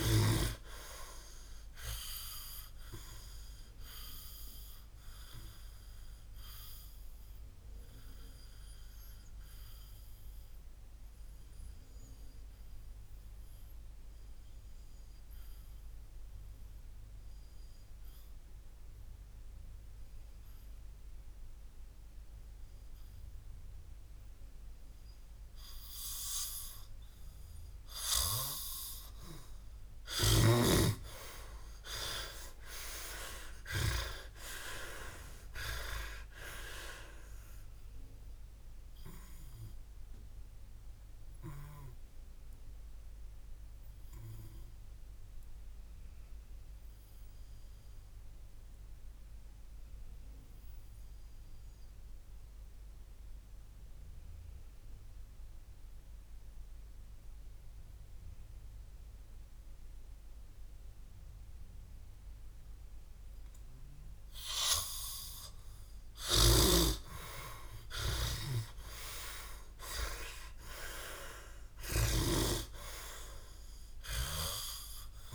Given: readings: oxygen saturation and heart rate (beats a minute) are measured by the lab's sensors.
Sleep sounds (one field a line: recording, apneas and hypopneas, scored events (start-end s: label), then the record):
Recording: breathing in sleep by a room microphone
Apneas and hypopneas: 2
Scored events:
0.00-10.50 s: oxygen desaturation (device-marked, oxygen 92% lowest, heart rate 56 extreme)
6.00-28.00 s: obstructive apnea (oxygen 99% before, 90% lowest, heart rate 71 before, 56 extreme, up 53 after)
32.00-36.50 s: arousal
40.50-65.50 s: oxygen desaturation (device-marked, oxygen 98% before, 90% lowest, heart rate 75 before, 54 extreme)
44.00-63.00 s: obstructive apnea (oxygen 98% before, 89% lowest, heart rate 75 before, 54 extreme, up 22 after)
68.50-73.50 s: arousal
From the record:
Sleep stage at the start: N2 (light sleep)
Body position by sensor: on the back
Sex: male